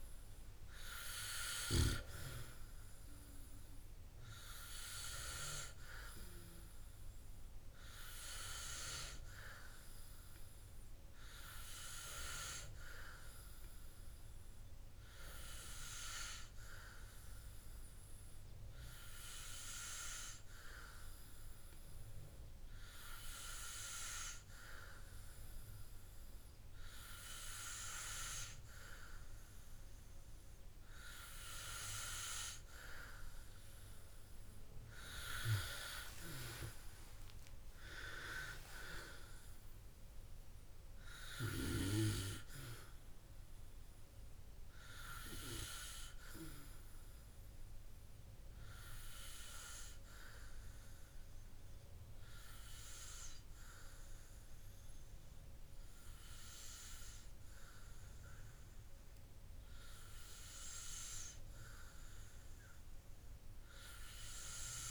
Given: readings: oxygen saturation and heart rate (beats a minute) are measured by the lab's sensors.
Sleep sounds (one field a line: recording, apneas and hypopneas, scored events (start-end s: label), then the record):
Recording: breathing in sleep by a room microphone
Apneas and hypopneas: none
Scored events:
36.00-39.50 s: arousal
From the record:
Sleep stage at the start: N2 (light sleep)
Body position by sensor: on the back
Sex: male